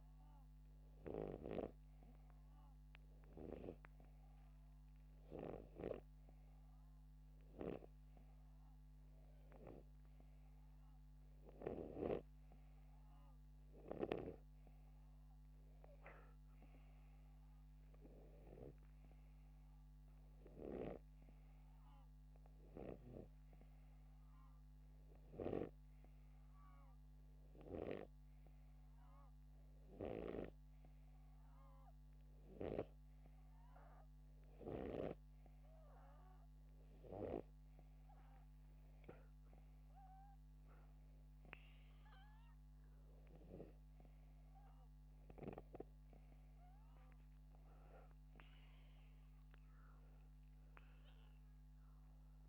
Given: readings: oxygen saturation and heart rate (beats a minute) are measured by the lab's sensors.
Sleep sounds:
breathing in sleep by a microphone on the trachea; none
8.00-12.50 s: snoring (device-marked)
From the record:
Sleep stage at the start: N2 (light sleep); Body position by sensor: upright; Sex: male

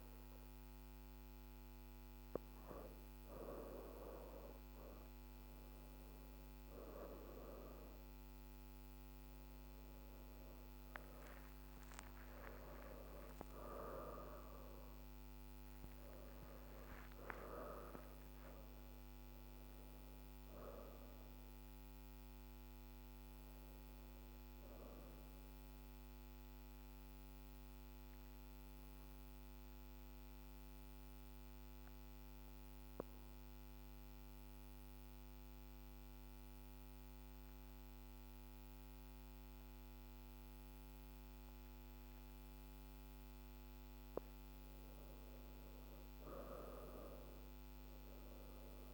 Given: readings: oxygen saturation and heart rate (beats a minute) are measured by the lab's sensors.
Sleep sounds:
breathing in sleep by a microphone on the trachea; 1
11.00-16.50 s: arousal
24.50-43.00 s: obstructive apnea (oxygen 94% before, 82% lowest)
43.00-48.94 s: oxygen desaturation (device-marked, oxygen 97% before, 82% lowest)
46.50-48.94 s: arousal
From the record:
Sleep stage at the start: N2 (light sleep); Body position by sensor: on the right side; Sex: female

